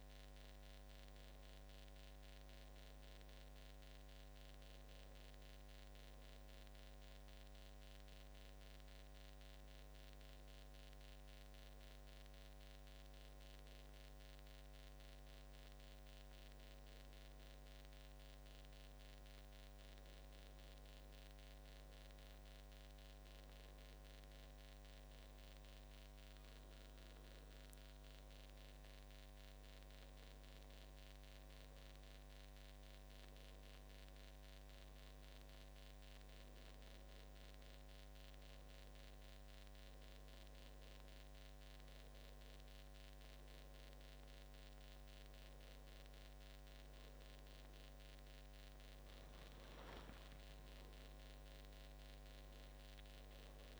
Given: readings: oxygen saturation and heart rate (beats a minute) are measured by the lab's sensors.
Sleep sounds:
breathing in sleep, hard to hear, by a microphone on the trachea; none
none scored
From the record:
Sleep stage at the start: N2 (light sleep); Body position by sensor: on the back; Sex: male

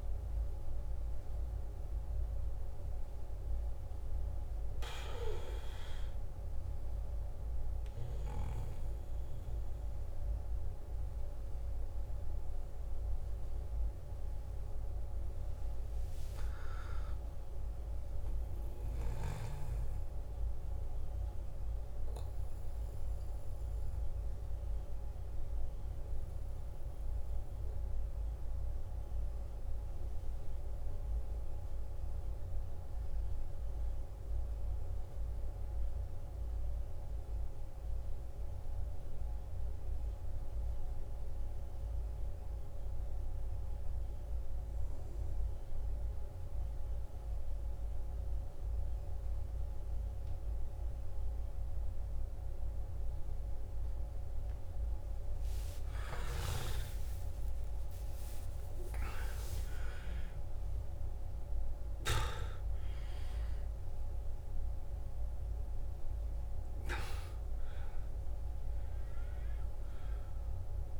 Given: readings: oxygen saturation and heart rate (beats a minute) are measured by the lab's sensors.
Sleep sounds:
breathing in sleep by a room microphone; 1
0.00-1.50 s: arousal
2.00-21.00 s: oxygen desaturation (device-marked, oxygen 98% before, 93% lowest, heart rate 54 before, 53 extreme)
24.00-55.00 s: obstructive apnea (oxygen 98% before, 88% lowest, heart rate 58 before, 52 extreme, up 18 after)
46.00-71.00 s: oxygen desaturation (device-marked, oxygen 97% before, 88% lowest, heart rate 54 before, 52 extreme)
55.50-60.50 s: arousal
From the record:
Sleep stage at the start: N2 (light sleep); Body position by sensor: on the back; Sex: male

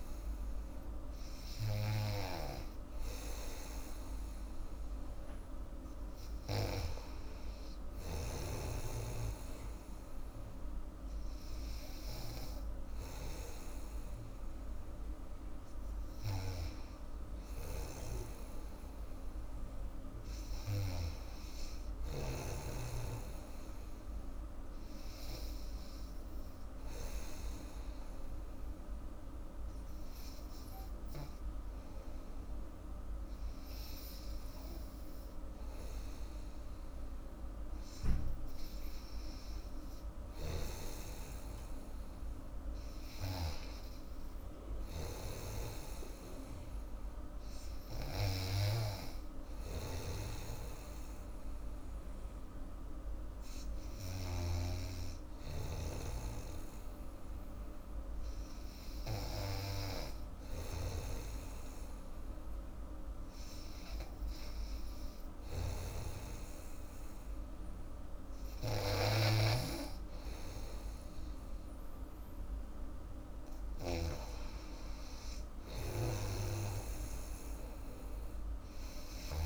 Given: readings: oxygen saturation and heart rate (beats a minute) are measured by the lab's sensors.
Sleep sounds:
breathing in sleep by a room microphone; 1
0.00-8.50 s: snoring (device-marked)
3.50-12.50 s: oxygen desaturation (device-marked, oxygen 96% before, 93% lowest, heart rate 73 before, 79 extreme)
17.50-22.50 s: snoring (device-marked)
24.50-38.00 s: hypopnea (oxygen 98% before, 94% lowest, heart rate 80 before, 79 extreme, up 2 after)
39.50-43.00 s: arousal
40.00-54.50 s: snoring (device-marked)
60.50-74.00 s: snoring (device-marked)
76.00-79.46 s: snoring (device-marked)
From the record:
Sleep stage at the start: N2 (light sleep); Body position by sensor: on the back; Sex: female

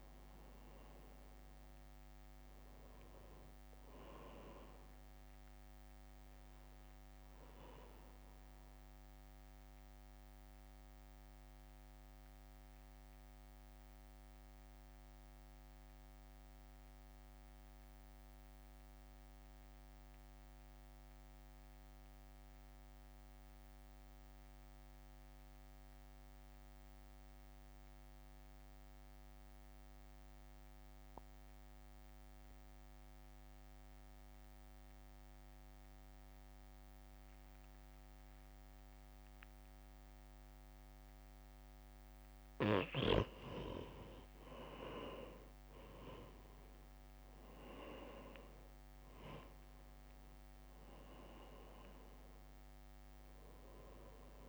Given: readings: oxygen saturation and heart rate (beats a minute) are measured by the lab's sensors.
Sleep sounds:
breathing in sleep by a microphone on the trachea; 1
0.00-10.00 s: drop in pulse transit time (device-marked, heart rate 56 extreme)
0.00-23.00 s: oxygen desaturation (device-marked, oxygen 85% lowest, heart rate 56 extreme)
6.50-41.50 s: mixed apnea (oxygen 98% before, 85% lowest, heart rate 61 before, 56 extreme, up 2 after)
41.00-54.49 s: oxygen desaturation (device-marked, oxygen 97% before, 89% lowest, heart rate 61 before, 56 extreme)
46.00-54.49 s: drop in pulse transit time (device-marked, heart rate 61 before, 56 extreme)
47.50-53.00 s: arousal
From the record:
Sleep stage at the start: N2 (light sleep); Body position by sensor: on the right side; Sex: male

